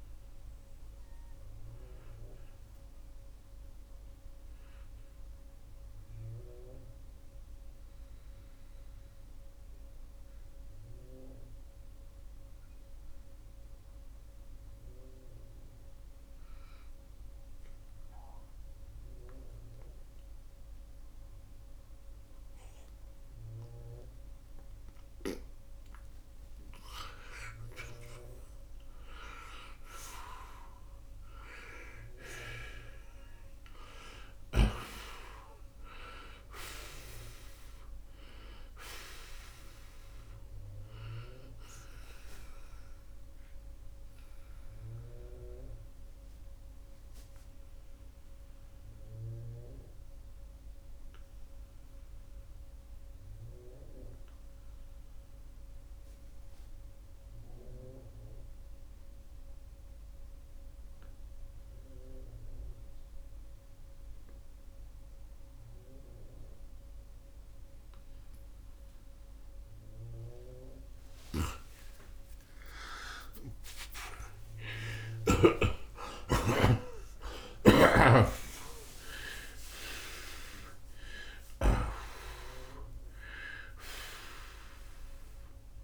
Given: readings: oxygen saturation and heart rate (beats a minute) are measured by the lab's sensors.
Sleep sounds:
breathing in sleep by a room microphone; 2
5.00-25.50 s: mixed apnea (oxygen 94% before, 85% lowest, heart rate 99 before, 63 extreme, up 20 after)
11.50-31.50 s: oxygen desaturation (device-marked, oxygen 93% before, 85% lowest, heart rate 87 before, 71 extreme)
28.00-33.00 s: arousal
40.50-70.50 s: oxygen desaturation (device-marked, oxygen 95% before, 85% lowest, heart rate 86 before, 66 extreme)
44.50-69.00 s: obstructive apnea (oxygen 95% before, 82% lowest, heart rate 87 before, 66 extreme)
71.00-75.50 s: snoring (device-marked)
72.00-77.00 s: arousal
From the record:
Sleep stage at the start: N2 (light sleep); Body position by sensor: on the right side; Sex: male

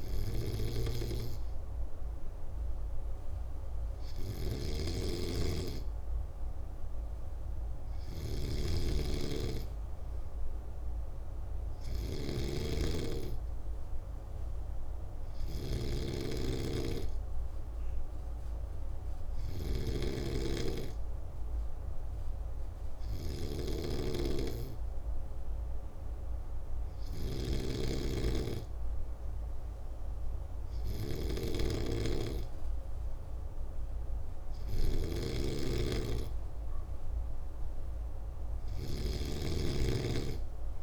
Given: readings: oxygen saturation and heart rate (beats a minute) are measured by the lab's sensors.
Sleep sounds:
breathing in sleep by a room microphone; none
0.00-40.83 s: snoring (device-marked)
From the record:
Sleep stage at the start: N2 (light sleep); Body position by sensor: on the back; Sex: male

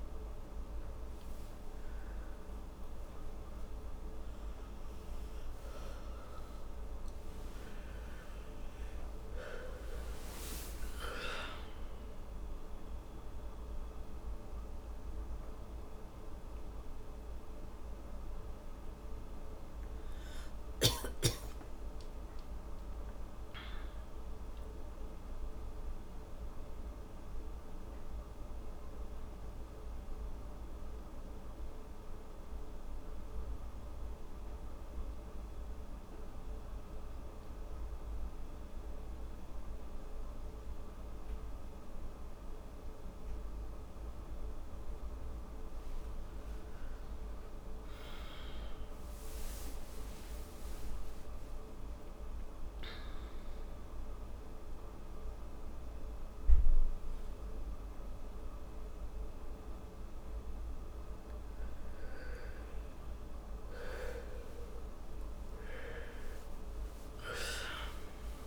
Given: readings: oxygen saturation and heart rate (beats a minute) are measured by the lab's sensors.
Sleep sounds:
a person awake in a sleep study, hard to hear, by a room microphone; none
1.50-61.50 s: new sleep stage, awake
61.50-68.47 s: new sleep stage, N1 (lightest sleep)
From the record:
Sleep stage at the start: N1 (lightest sleep); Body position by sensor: on the back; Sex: female

